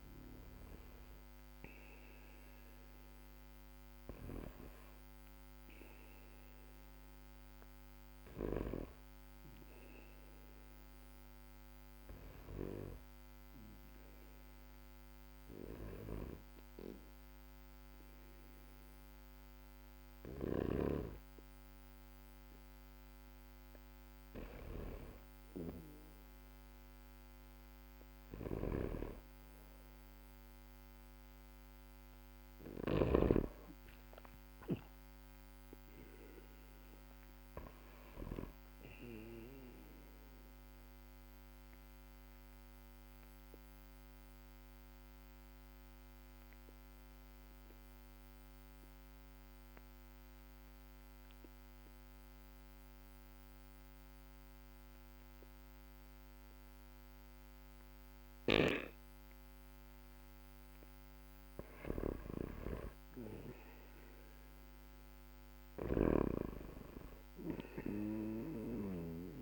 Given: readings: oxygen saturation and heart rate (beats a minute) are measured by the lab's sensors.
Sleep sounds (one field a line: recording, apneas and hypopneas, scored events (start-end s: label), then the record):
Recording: breathing in sleep by a microphone on the trachea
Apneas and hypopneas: 2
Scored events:
10.00-23.00 s: hypopnea (oxygen 97% before, 94% lowest, heart rate 55 before, 46 extreme, up 12 after)
25.00-29.00 s: arousal
28.00-33.00 s: snoring (device-marked)
40.00-58.50 s: obstructive apnea (oxygen 98% before, 93% lowest, heart rate 57 before, 45 extreme, up 17 after)
58.00-69.42 s: snoring (device-marked)
61.00-65.00 s: arousal
From the record:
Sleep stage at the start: N2 (light sleep)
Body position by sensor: on the back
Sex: male